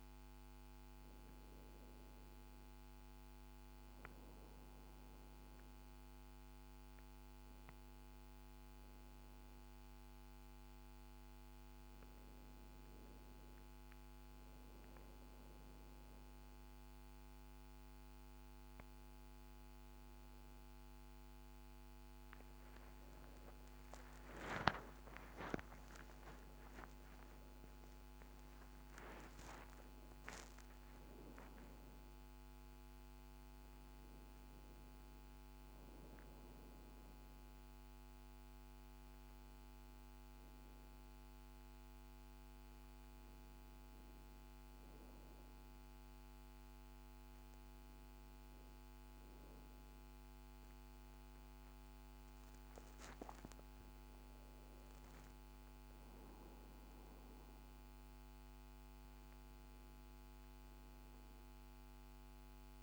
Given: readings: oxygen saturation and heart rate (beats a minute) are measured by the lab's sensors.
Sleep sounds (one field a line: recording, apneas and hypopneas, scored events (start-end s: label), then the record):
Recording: breathing in sleep, hard to hear, by a microphone on the trachea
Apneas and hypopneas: none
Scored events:
23.50-28.50 s: arousal
From the record:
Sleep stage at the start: N1 (lightest sleep)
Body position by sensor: on the back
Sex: female